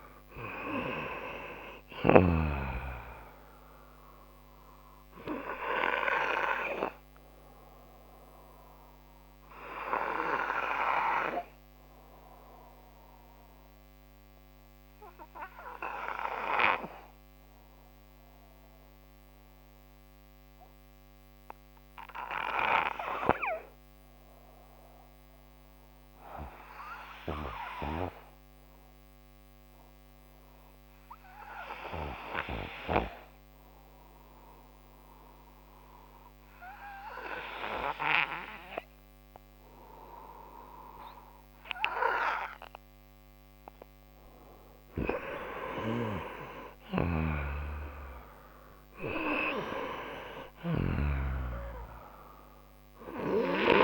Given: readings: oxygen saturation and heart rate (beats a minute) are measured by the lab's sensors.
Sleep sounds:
breathing in sleep by a microphone on the trachea; 1
0.00-2.50 s: snoring (device-marked)
0.00-27.50 s: oxygen desaturation (device-marked, oxygen 88% lowest)
5.00-43.00 s: obstructive apnea (oxygen 97% before, 88% lowest)
43.50-53.84 s: oxygen desaturation (device-marked, oxygen 97% before, 90% lowest)
46.00-49.50 s: arousal
47.00-53.84 s: snoring (device-marked)
From the record:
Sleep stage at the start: N2 (light sleep); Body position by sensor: on the right side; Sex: male

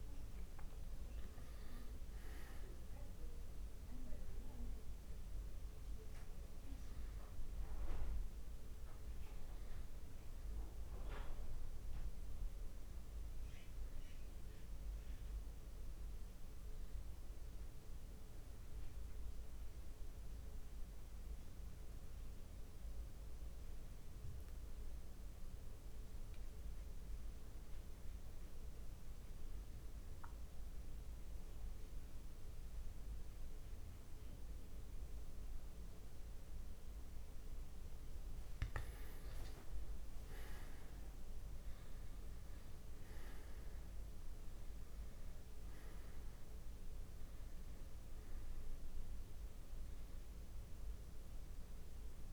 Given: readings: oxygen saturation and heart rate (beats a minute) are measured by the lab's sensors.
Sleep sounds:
breathing in sleep, hard to hear, by a room microphone; 1
0.00-24.50 s: oxygen desaturation (device-marked, oxygen 88% lowest)
17.00-37.00 s: mixed apnea (oxygen 98% before, 88% lowest)
37.00-39.00 s: long interval between heartbeats (device-marked)
40.50-44.50 s: arousal
50.50-52.33 s: oxygen desaturation (device-marked, oxygen 100% before, 95% lowest)
From the record:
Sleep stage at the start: N2 (light sleep); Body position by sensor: on the back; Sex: male

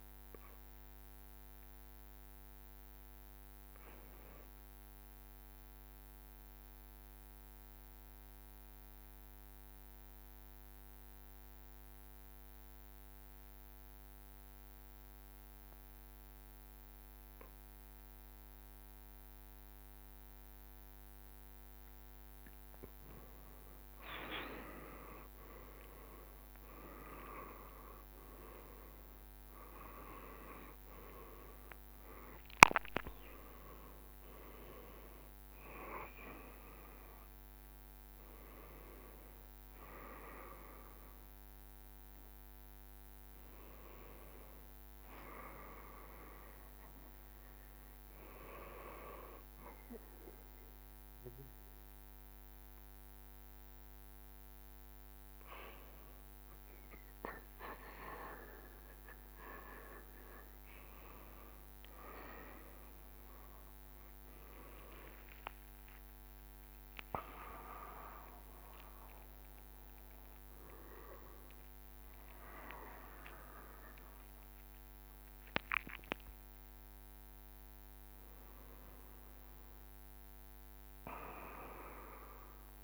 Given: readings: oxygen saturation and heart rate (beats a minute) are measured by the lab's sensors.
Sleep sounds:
breathing in sleep by a microphone on the trachea; 2
0.00-8.00 s: drop in pulse transit time (device-marked, heart rate 65 extreme)
4.50-21.00 s: obstructive apnea (oxygen 96% before, 93% lowest, heart rate 68 before, 65 extreme, up 34 after)
22.00-82.84 s: new sleep stage, N1 (lightest sleep)
22.50-27.00 s: arousal
26.00-32.00 s: tachycardia (device-marked, heart rate 71 before, 119 extreme)
28.50-30.50 s: long interval between heartbeats (device-marked, heart rate 68 before, 100 extreme)
29.00-41.00 s: drop in pulse transit time (device-marked, heart rate 70 before, 81 extreme)
48.50-61.00 s: hypopnea (oxygen 95% before, 95% lowest, heart rate 92 before, 68 extreme, up 22 after)
64.50-66.50 s: long interval between heartbeats (device-marked, heart rate 72 before, 82 extreme)
65.00-70.50 s: arousal
69.00-74.00 s: tachycardia (device-marked, heart rate 72 before, 102 extreme)
72.00-74.00 s: long interval between heartbeats (device-marked, heart rate 77 before, 101 extreme)
From the record:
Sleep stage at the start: N2 (light sleep); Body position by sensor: on the back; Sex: male

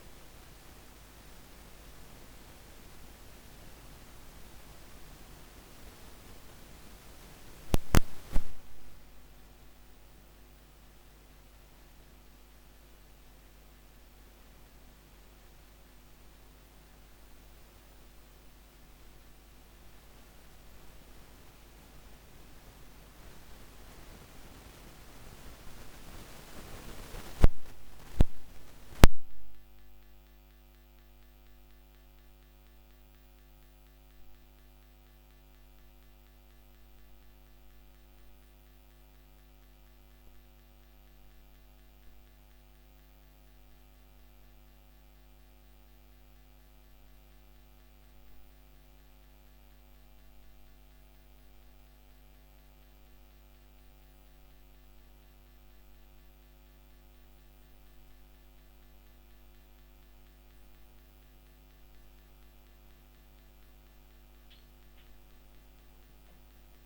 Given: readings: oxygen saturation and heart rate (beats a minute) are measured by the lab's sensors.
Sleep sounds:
a person awake in a sleep study, by a microphone on the trachea; none
none scored
From the record:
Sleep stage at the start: awake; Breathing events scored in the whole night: 109 in 3.9 hours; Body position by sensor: on the back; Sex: female

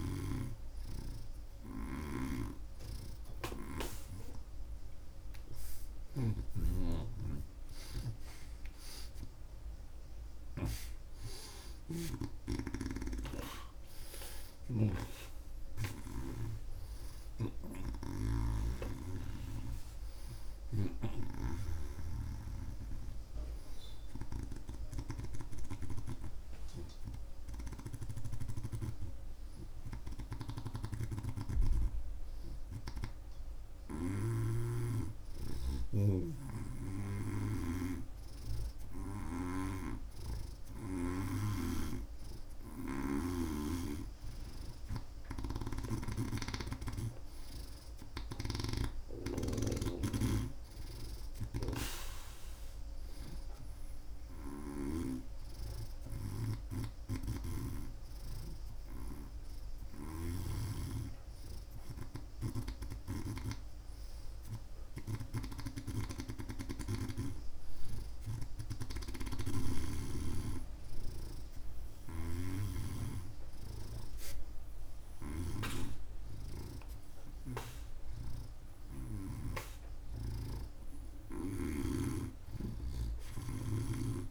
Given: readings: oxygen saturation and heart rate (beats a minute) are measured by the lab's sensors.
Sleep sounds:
breathing in sleep by a room microphone; none
1.50-26.00 s: snoring (device-marked)
4.00-35.00 s: oxygen desaturation (device-marked, oxygen 92% before, 86% lowest)
5.50-10.00 s: arousal
30.50-34.50 s: snoring (device-marked)
41.50-55.00 s: snoring (device-marked)
57.00-63.50 s: snoring (device-marked)
65.50-79.50 s: snoring (device-marked)
79.00-84.31 s: oxygen desaturation (device-marked, oxygen 91% before, 88% lowest)
From the record:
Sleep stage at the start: N2 (light sleep); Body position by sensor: on the right side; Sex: male

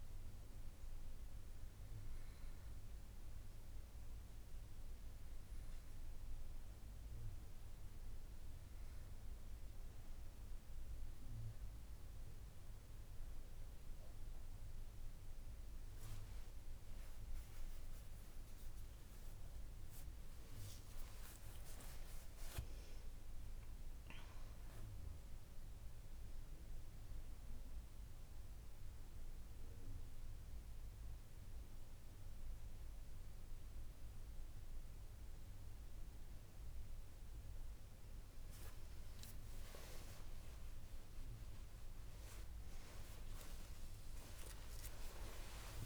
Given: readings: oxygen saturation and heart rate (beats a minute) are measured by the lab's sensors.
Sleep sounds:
a person awake in a sleep study, by a room microphone; none
22.00-24.00 s: long interval between heartbeats (device-marked)
From the record:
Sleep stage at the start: awake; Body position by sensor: on the right side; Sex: female

